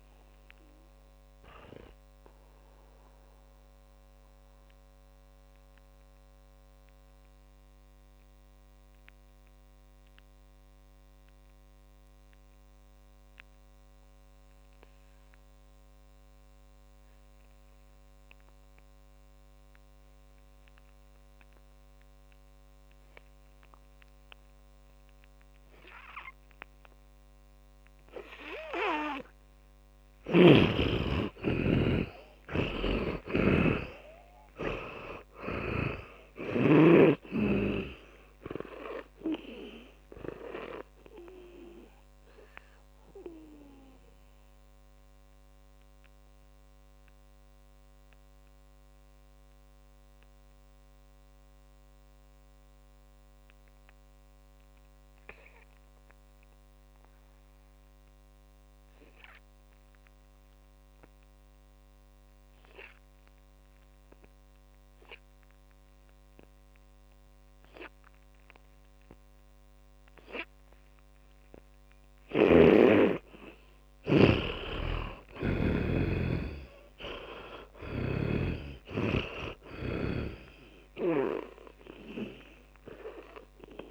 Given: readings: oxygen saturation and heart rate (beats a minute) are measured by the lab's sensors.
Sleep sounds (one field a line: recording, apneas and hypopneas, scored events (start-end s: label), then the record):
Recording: breathing in sleep by a microphone on the trachea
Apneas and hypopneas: 2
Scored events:
0.00-21.00 s: oxygen desaturation (device-marked, oxygen 79% lowest, heart rate 50 extreme)
2.50-29.50 s: mixed apnea (oxygen 100% before, 79% lowest, heart rate 64 before, 50 extreme, up 18 after)
31.50-35.50 s: arousal
33.00-36.50 s: snoring (device-marked)
35.00-61.00 s: oxygen desaturation (device-marked, oxygen 100% before, 79% lowest, heart rate 54 before, 49 extreme)
42.00-70.50 s: mixed apnea (oxygen 100% before, 79% lowest, heart rate 59 before, 49 extreme, up 10 after)
74.00-78.00 s: arousal
75.50-79.00 s: snoring (device-marked)
79.00-83.91 s: oxygen desaturation (device-marked, oxygen 100% before, 79% lowest, heart rate 53 before, 48 extreme)
From the record:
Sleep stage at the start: N2 (light sleep)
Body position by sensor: on the back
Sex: male